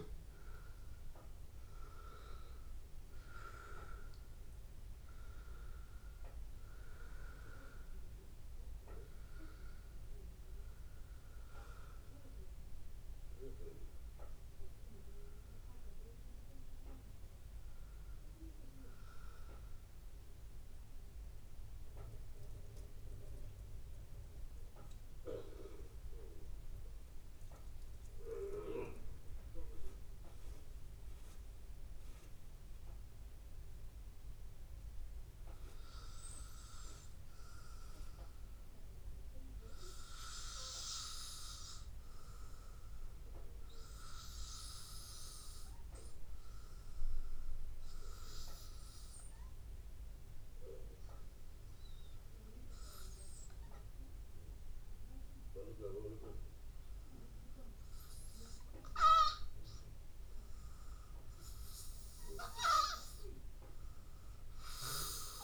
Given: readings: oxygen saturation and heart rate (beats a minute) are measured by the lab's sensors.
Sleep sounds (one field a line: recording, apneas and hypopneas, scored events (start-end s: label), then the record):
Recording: breathing in sleep by a room microphone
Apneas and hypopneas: 1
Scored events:
11.00-15.00 s: arousal
19.00-52.00 s: mixed apnea (heart rate 86 before, 81 extreme, up 0 after)
From the record:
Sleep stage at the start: N2 (light sleep)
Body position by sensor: on the back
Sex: male